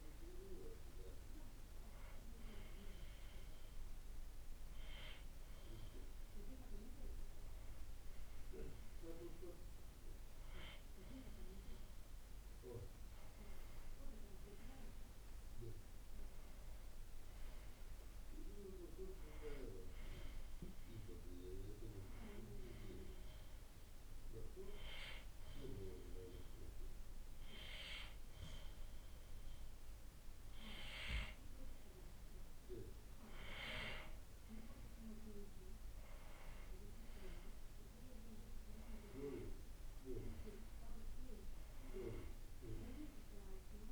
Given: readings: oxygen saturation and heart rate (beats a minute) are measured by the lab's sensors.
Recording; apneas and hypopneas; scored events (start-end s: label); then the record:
breathing in sleep by a room microphone; 2
0.00-9.50 s: oxygen desaturation (device-marked, oxygen 92% lowest, heart rate 54 extreme)
1.50-12.50 s: hypopnea (oxygen 96% before, 92% lowest, heart rate 59 before, 57 extreme, up 12 after)
15.50-19.00 s: arousal
23.00-33.50 s: obstructive apnea (oxygen 96% before, 92% lowest, heart rate 60 before, 57 extreme, up 9 after)
36.00-40.00 s: arousal
From the record:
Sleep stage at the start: N2 (light sleep); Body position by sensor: on the right side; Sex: male